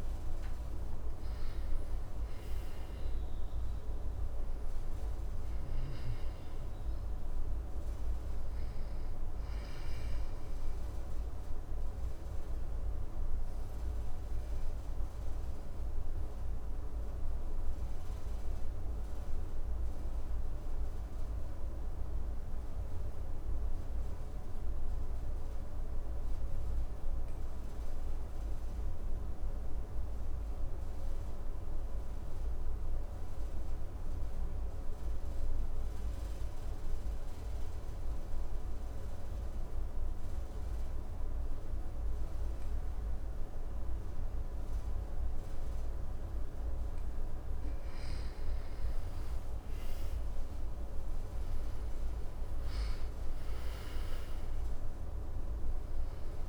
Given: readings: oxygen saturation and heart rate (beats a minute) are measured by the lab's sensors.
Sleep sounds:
breathing in sleep, hard to hear, by a room microphone; 1
0.00-25.50 s: oxygen desaturation (device-marked, oxygen 86% lowest, heart rate 50 extreme)
11.00-46.00 s: obstructive apnea (oxygen 99% before, 86% lowest, heart rate 59 before, 50 extreme, up 9 after)
40.50-56.48 s: oxygen desaturation (device-marked, oxygen 100% before, 86% lowest, heart rate 53 before, 52 extreme)
48.00-53.00 s: arousal
From the record:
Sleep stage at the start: N2 (light sleep); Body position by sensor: on the back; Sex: male

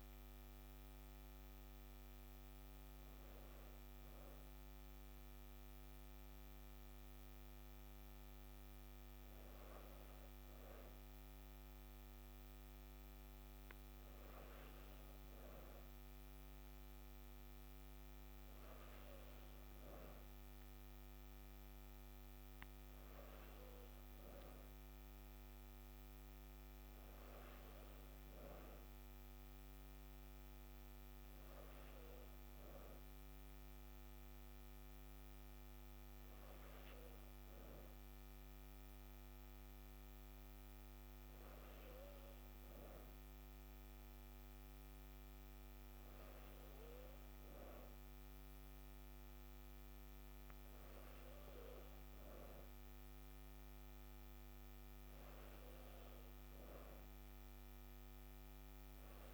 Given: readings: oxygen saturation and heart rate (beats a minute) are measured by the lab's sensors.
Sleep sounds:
breathing in sleep, hard to hear, by a microphone on the trachea; none
none scored
From the record:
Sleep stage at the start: N3 (deep sleep); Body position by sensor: on the back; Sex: female

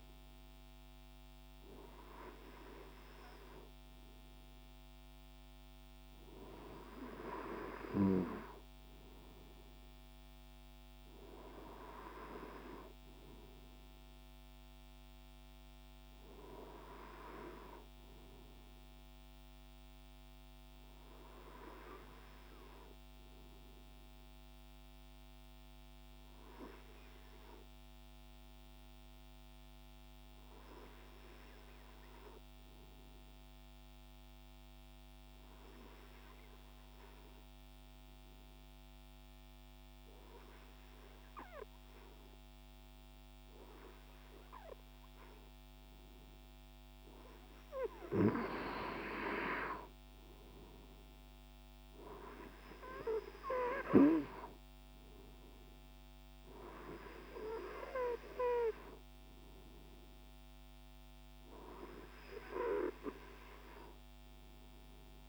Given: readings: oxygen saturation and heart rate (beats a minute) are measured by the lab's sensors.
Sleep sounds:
breathing in sleep by a microphone on the trachea; 1
19.50-46.50 s: obstructive apnea (oxygen 96% before, 94% lowest, heart rate 74 before, 68 extreme, up 2 after)
47.50-51.00 s: arousal
From the record:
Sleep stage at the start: N2 (light sleep); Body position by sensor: on the right side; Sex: male

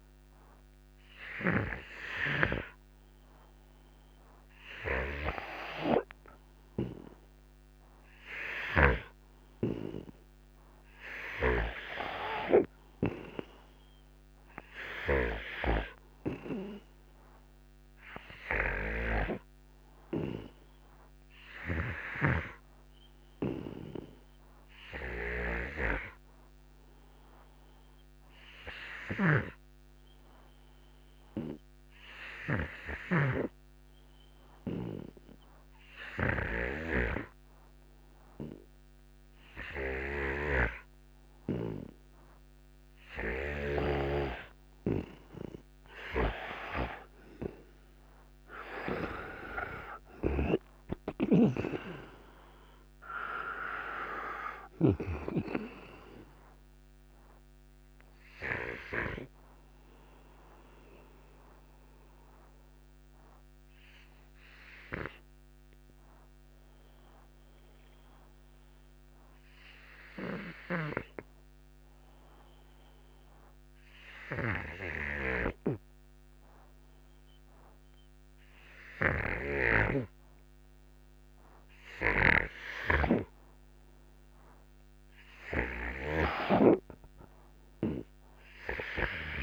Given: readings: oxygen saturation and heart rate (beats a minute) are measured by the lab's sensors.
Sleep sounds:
breathing in sleep by a microphone on the trachea; none
48.50-51.50 s: arousal
50.00-55.00 s: snoring (device-marked)
51.00-76.00 s: oxygen desaturation (device-marked, oxygen 91% before, 85% lowest, heart rate 90 before, 59 extreme)
From the record:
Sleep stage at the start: N2 (light sleep); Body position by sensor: on the right side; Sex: male

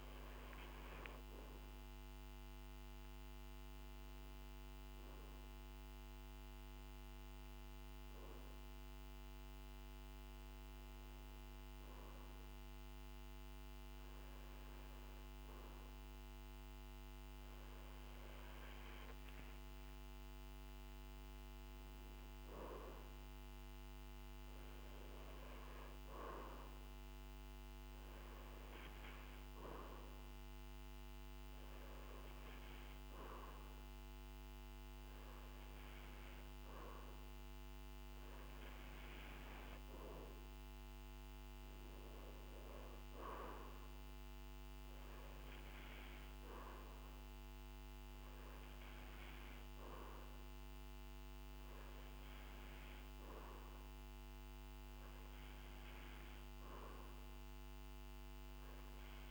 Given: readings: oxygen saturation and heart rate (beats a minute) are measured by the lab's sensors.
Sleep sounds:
breathing in sleep, hard to hear, by a microphone on the trachea; none
19.00-22.50 s: arousal
From the record:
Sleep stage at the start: N2 (light sleep); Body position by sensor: on the back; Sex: male

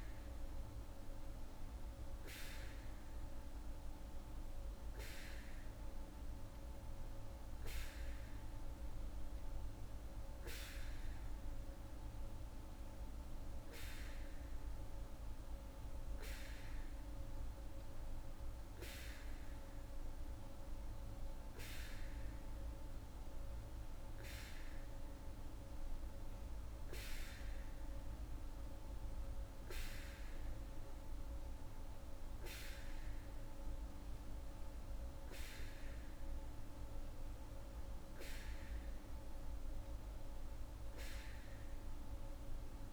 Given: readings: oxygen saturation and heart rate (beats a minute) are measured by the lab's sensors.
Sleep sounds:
breathing in sleep, hard to hear, by a room microphone; none
none scored
From the record:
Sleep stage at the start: N2 (light sleep); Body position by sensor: on the back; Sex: female

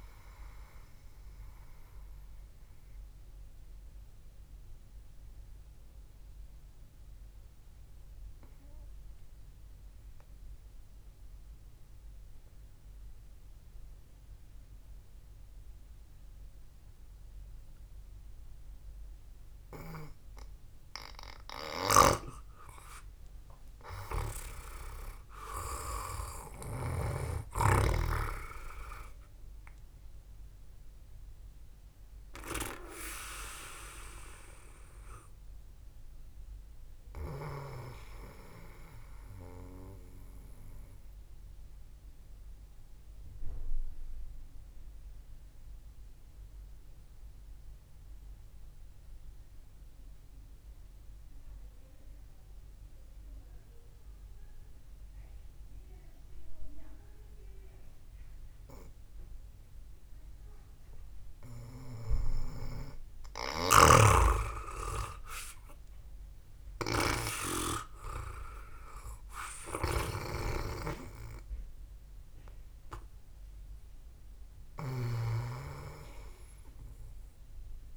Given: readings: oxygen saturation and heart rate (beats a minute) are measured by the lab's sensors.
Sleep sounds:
breathing in sleep by a room microphone; 2
0.00-5.00 s: oxygen desaturation (device-marked, oxygen 93% lowest, heart rate 62 extreme)
4.00-22.50 s: obstructive apnea (oxygen 97% before, 92% lowest, heart rate 67 before, 56 extreme, up 7 after)
7.00-17.00 s: oxygen desaturation (device-marked, oxygen 95% before, 92% lowest, heart rate 67 before, 56 extreme)
22.50-28.00 s: snoring (device-marked)
24.50-29.00 s: arousal
26.50-28.50 s: long interval between heartbeats (device-marked, heart rate 66 before, 69 extreme)
41.50-61.00 s: obstructive apnea (oxygen 98% before, 91% lowest, heart rate 63 before, 60 extreme, up 1 after)
47.00-56.00 s: oxygen desaturation (device-marked, oxygen 95% before, 92% lowest, heart rate 64 before, 60 extreme)
64.00-68.00 s: arousal
64.50-76.00 s: snoring (device-marked)
65.00-77.97 s: oxygen desaturation (device-marked, oxygen 99% before, 93% lowest, heart rate 65 before, 57 extreme)
From the record:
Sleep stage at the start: N2 (light sleep); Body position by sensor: on the back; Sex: male

